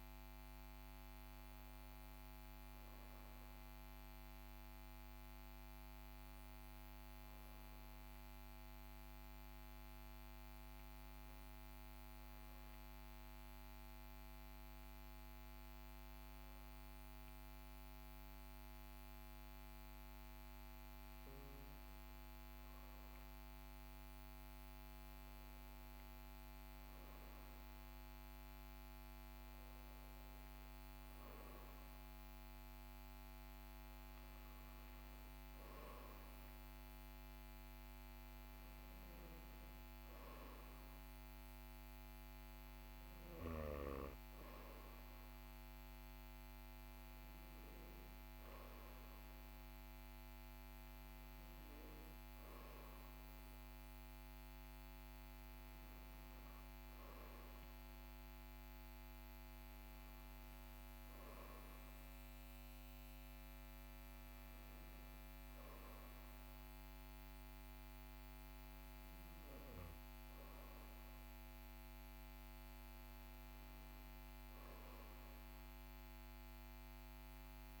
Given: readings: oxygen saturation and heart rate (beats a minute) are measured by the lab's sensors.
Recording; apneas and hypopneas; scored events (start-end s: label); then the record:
breathing in sleep, hard to hear, by a microphone on the trachea; 1
6.00-25.00 s: hypopnea (oxygen 96% before, 93% lowest, heart rate 40 before, 40 extreme, up 1 after)
26.50-29.50 s: arousal
43.00-62.00 s: oxygen desaturation (device-marked, oxygen 96% before, 93% lowest, heart rate 41 before, 39 extreme)
From the record:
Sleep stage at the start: N2 (light sleep); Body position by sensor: on the back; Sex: male